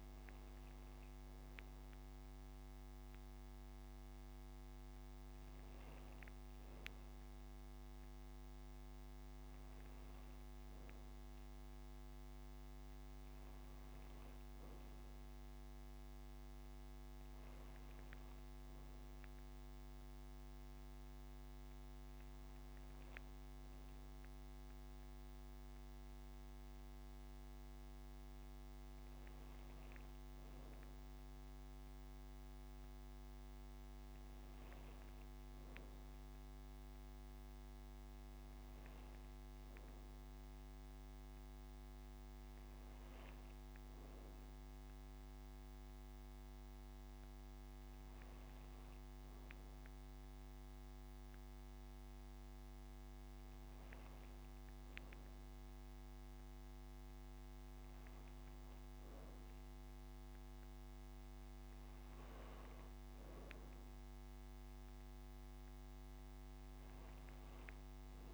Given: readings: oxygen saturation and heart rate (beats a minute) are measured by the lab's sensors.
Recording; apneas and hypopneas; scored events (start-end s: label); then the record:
breathing in sleep, hard to hear, by a microphone on the trachea; none
none scored
From the record:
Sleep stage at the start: N2 (light sleep); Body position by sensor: on the back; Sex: female